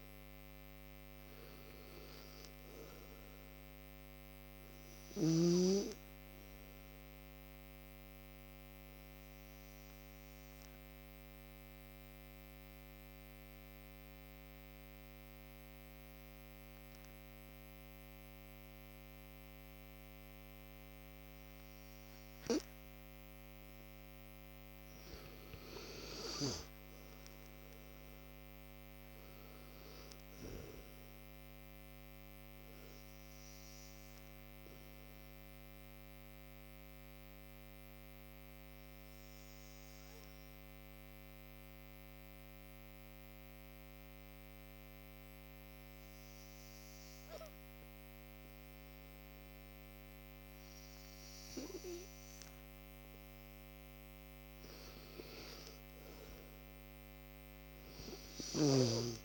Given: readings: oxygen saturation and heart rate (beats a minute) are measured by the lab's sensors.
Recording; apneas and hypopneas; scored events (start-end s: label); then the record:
breathing in sleep by a microphone on the trachea; 2
0.00-3.00 s: arousal
6.50-23.50 s: obstructive apnea (oxygen 97% before, 88% lowest, heart rate 61 before, 53 extreme, up 14 after)
9.50-24.50 s: oxygen desaturation (device-marked, oxygen 97% before, 90% lowest, heart rate 62 before, 53 extreme)
26.00-29.50 s: arousal
32.50-52.00 s: obstructive apnea (oxygen 97% before, 86% lowest, heart rate 62 before, 53 extreme, up 14 after)
34.50-52.50 s: oxygen desaturation (device-marked, oxygen 97% before, 88% lowest, heart rate 62 before, 53 extreme)
55.50-58.50 s: arousal
From the record:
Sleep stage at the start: N2 (light sleep); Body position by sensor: on the right side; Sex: male